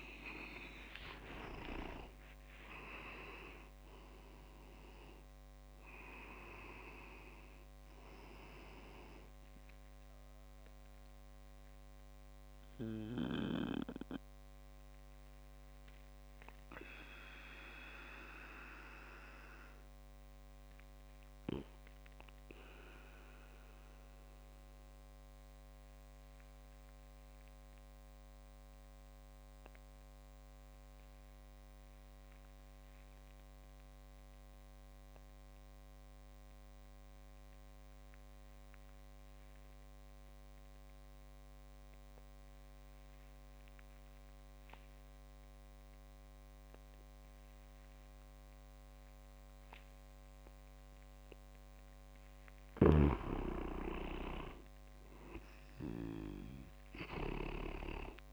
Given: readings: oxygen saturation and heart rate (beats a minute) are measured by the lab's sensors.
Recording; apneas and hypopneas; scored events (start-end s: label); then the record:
breathing in sleep by a microphone on the trachea; 1
0.00-2.50 s: arousal
0.00-3.50 s: leg movement (device-marked)
0.00-17.00 s: oxygen desaturation (device-marked, oxygen 88% lowest)
12.00-51.50 s: obstructive apnea (oxygen 98% before, 87% lowest)
19.00-32.00 s: oxygen desaturation (device-marked, oxygen 91% before, 87% lowest)
48.00-58.32 s: oxygen desaturation (device-marked, oxygen 98% before, 89% lowest)
53.00-56.00 s: arousal
From the record:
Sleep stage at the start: N2 (light sleep); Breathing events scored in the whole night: 310 in 5.2 hours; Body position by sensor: on the back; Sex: male